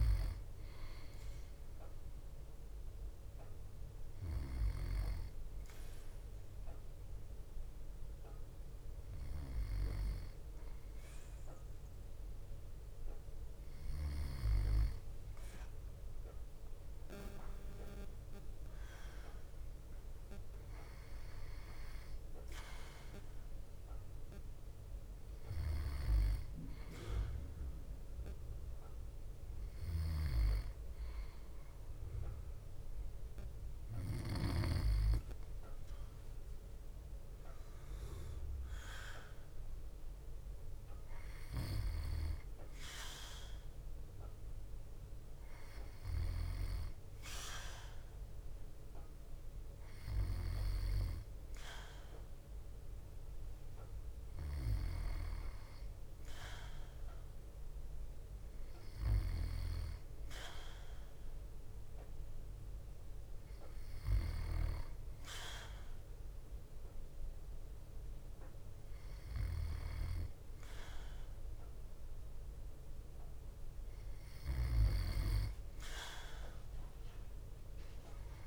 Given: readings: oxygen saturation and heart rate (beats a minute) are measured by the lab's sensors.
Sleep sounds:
breathing in sleep by a room microphone; none
25.50-34.50 s: snoring (device-marked)
41.50-75.00 s: snoring (device-marked)
From the record:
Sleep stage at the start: N2 (light sleep); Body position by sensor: on the back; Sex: male

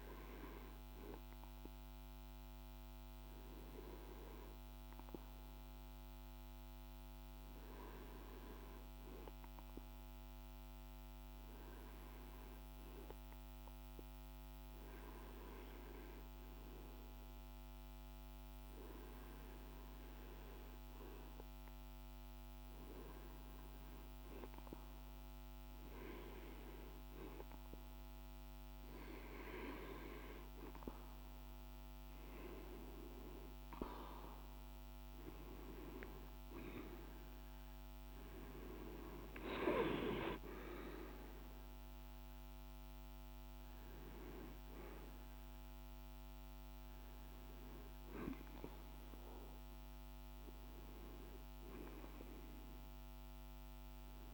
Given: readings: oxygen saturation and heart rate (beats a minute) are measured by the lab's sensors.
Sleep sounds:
breathing in sleep by a microphone on the trachea; 1
1.50-27.00 s: obstructive apnea (oxygen 98% before, 93% lowest, heart rate 51 before, 50 extreme, up 2 after)
32.50-37.00 s: arousal
37.00-54.34 s: oxygen desaturation (device-marked, oxygen 96% before, 93% lowest, heart rate 51 before, 52 extreme)
From the record:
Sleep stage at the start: REM sleep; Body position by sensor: on the back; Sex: male

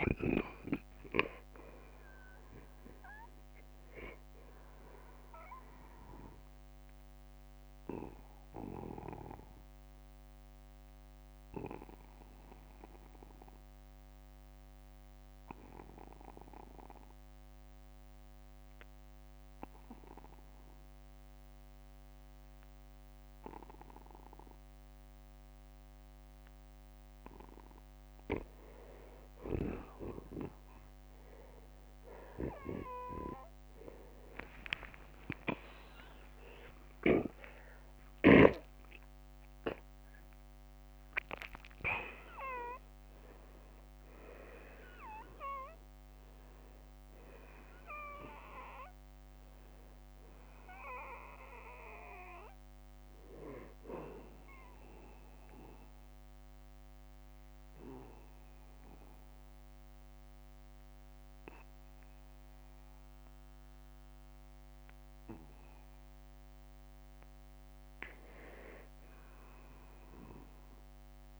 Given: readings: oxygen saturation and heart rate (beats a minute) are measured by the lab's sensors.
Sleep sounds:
breathing in sleep by a microphone on the trachea; 2
0.00-2.00 s: arousal
1.00-24.00 s: oxygen desaturation (device-marked, oxygen 94% before, 85% lowest, heart rate 60 before, 48 extreme)
6.50-27.50 s: obstructive apnea (oxygen 94% before, 85% lowest, heart rate 57 before, 48 extreme, up 26 after)
24.00-26.00 s: long interval between heartbeats (device-marked, heart rate 56 before, 49 extreme)
34.00-39.00 s: arousal
35.50-37.50 s: long interval between heartbeats (device-marked, heart rate 53 before, 74 extreme)
55.00-65.00 s: obstructive apnea (oxygen 96% before, 90% lowest, heart rate 69 before, 43 extreme, up 6 after)
61.00-71.40 s: oxygen desaturation (device-marked, oxygen 96% before, 90% lowest, heart rate 64 before, 43 extreme)
67.00-70.00 s: arousal
69.00-71.00 s: long interval between heartbeats (device-marked, heart rate 58 before, 57 extreme)
From the record:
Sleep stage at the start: N2 (light sleep); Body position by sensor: on the back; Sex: male

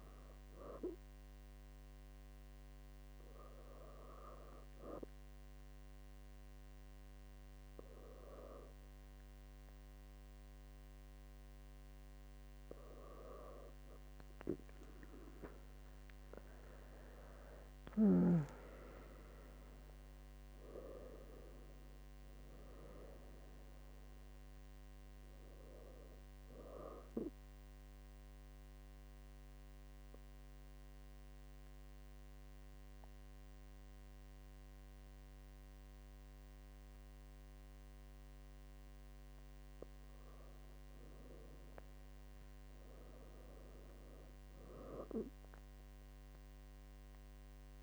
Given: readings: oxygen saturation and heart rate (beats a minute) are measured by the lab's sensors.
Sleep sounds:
breathing in sleep by a microphone on the trachea; 2
4.50-14.50 s: obstructive apnea (oxygen 99% before, 97% lowest, heart rate 70 before, 67 extreme, up 7 after)
17.00-21.50 s: arousal
28.50-40.00 s: obstructive apnea (oxygen 99% before, 96% lowest, heart rate 72 before, 67 extreme, up 8 after)
42.00-45.50 s: arousal
From the record:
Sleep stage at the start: N2 (light sleep); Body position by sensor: on the back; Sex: female

